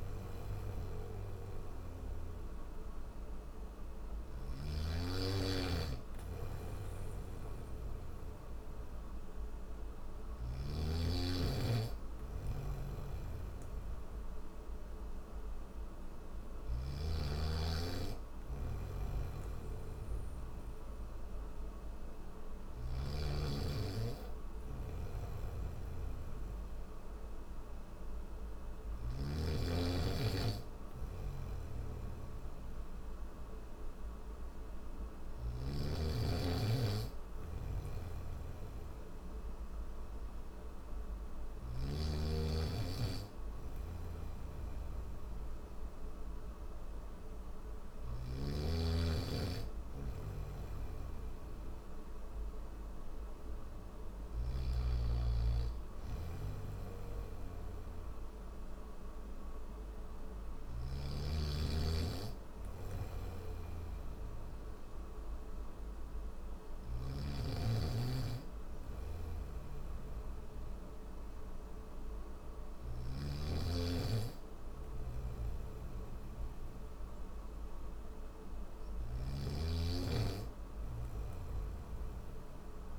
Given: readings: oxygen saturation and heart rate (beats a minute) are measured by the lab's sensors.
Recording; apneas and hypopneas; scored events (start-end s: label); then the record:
breathing in sleep by a room microphone; none
4.00-10.00 s: snoring (device-marked)
12.00-16.50 s: snoring (device-marked)
18.50-22.50 s: snoring (device-marked)
24.50-35.00 s: snoring (device-marked)
37.00-41.50 s: snoring (device-marked)
43.50-48.00 s: snoring (device-marked)
50.00-54.00 s: snoring (device-marked)
62.50-66.50 s: snoring (device-marked)
68.50-72.50 s: snoring (device-marked)
74.50-82.99 s: snoring (device-marked)
From the record:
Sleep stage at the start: N1 (lightest sleep); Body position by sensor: on the back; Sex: male